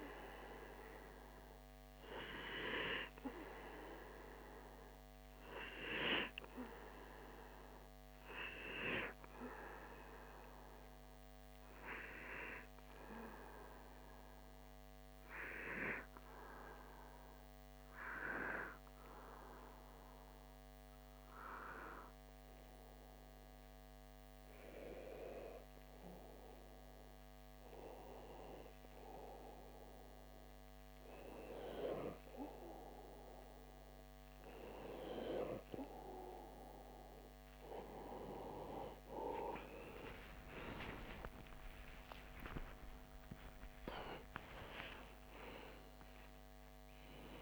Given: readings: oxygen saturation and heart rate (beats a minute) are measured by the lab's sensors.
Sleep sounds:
breathing in sleep by a microphone on the trachea; 1
10.50-26.00 s: hypopnea (oxygen 95% before, 92% lowest)
39.00-43.50 s: arousal
From the record:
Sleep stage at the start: N2 (light sleep); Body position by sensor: on the back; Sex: male

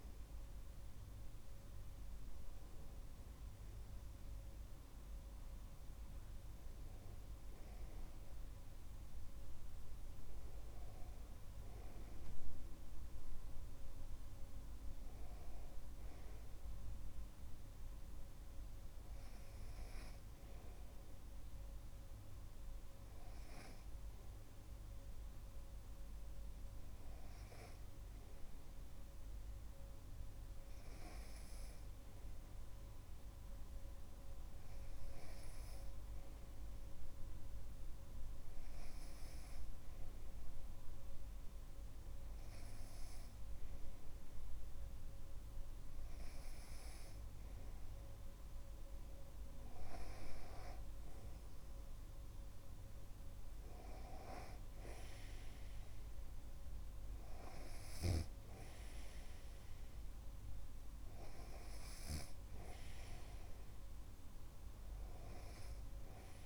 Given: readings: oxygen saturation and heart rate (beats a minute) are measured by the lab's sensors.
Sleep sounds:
breathing in sleep by a room microphone; none
none scored
From the record:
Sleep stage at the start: N2 (light sleep); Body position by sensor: on the right side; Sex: male

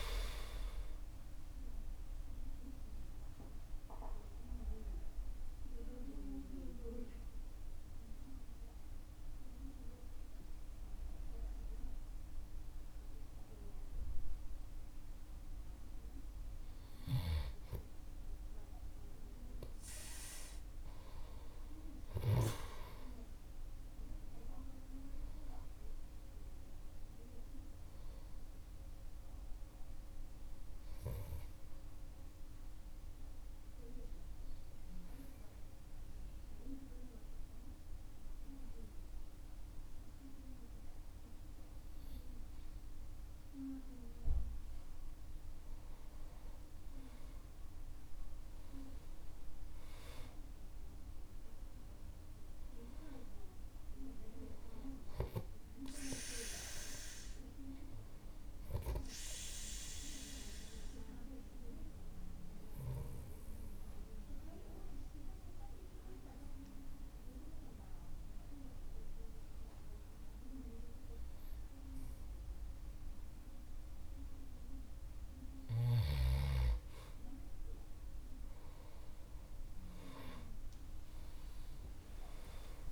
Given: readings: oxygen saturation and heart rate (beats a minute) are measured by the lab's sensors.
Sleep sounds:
breathing in sleep by a room microphone; 3
0.00-2.50 s: arousal
4.50-16.00 s: central apnea (oxygen 97% before, 95% lowest, heart rate 58 before, 48 extreme, up 12 after)
22.00-27.00 s: arousal
31.50-45.00 s: obstructive apnea (oxygen 97% before, 95% lowest, heart rate 56 before, 48 extreme, up 17 after)
49.00-53.50 s: arousal
60.00-73.50 s: obstructive apnea (oxygen 98% before, 94% lowest, heart rate 57 before, 48 extreme, up 22 after)
80.00-82.92 s: arousal
From the record:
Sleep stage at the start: N2 (light sleep); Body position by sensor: on the back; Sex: male

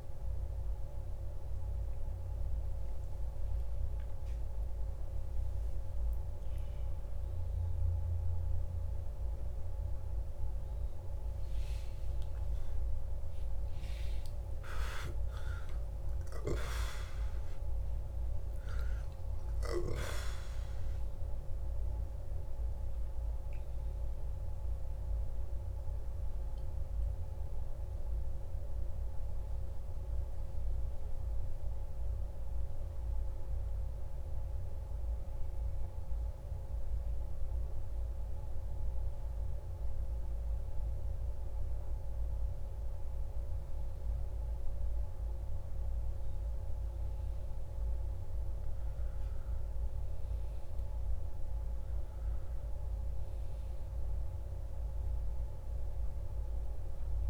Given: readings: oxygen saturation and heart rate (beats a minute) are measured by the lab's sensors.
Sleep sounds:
a person awake in a sleep study, hard to hear, by a room microphone; none
none scored
From the record:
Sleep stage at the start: awake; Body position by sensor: on the back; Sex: male

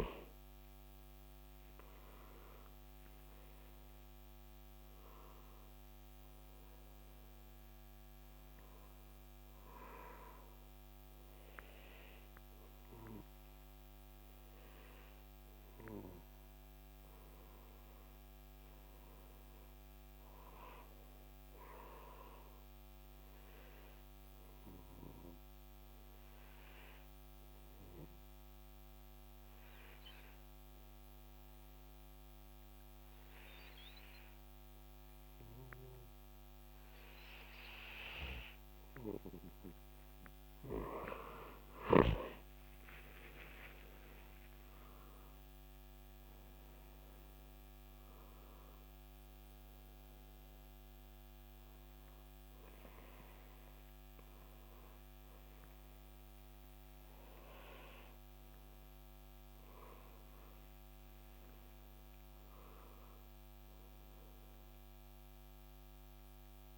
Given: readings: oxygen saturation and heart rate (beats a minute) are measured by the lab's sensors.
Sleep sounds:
breathing in sleep by a microphone on the trachea; 1
2.00-39.00 s: obstructive apnea (oxygen 96% before, 94% lowest, heart rate 66 before, 63 extreme, up 8 after)
42.00-47.00 s: arousal
From the record:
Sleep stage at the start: N2 (light sleep); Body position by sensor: on the back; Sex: male

